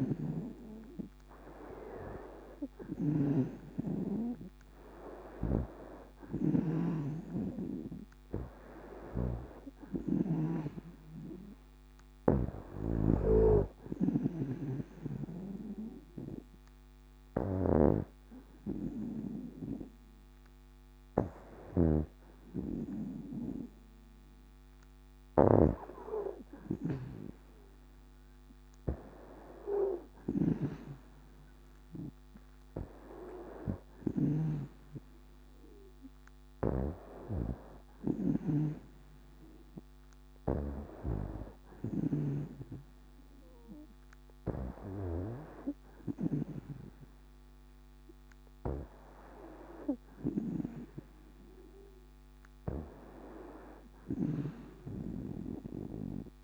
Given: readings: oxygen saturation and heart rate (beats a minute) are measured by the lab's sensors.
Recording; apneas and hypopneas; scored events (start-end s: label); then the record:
breathing in sleep by a microphone on the trachea; 1
0.00-17.50 s: snoring (device-marked)
14.00-25.00 s: hypopnea (oxygen 96% before, 93% lowest, heart rate 68 before, 58 extreme, up 1 after)
25.00-42.00 s: snoring (device-marked)
27.00-31.00 s: arousal
53.50-56.44 s: snoring (device-marked)
From the record:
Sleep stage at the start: N2 (light sleep); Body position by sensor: on the back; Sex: female